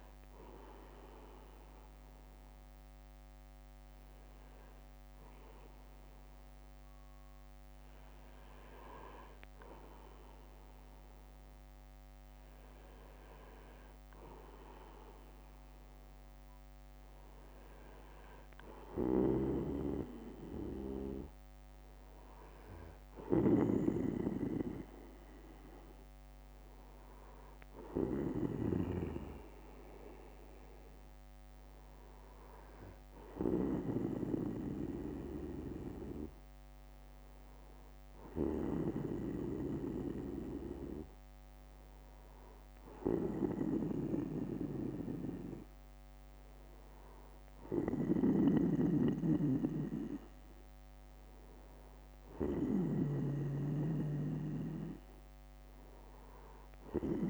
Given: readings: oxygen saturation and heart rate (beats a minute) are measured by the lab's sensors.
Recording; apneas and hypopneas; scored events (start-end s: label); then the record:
breathing in sleep by a microphone on the trachea; none
5.50-7.50 s: bradycardia (device-marked, heart rate 65 before, 61 extreme)
18.50-20.50 s: bradycardia (device-marked, heart rate 65 before, 58 extreme)
21.50-23.50 s: bradycardia (device-marked, heart rate 65 before, 58 extreme)
36.50-38.50 s: bradycardia (device-marked, heart rate 65 before, 62 extreme)
From the record:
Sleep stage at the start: N2 (light sleep); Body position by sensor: on the back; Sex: male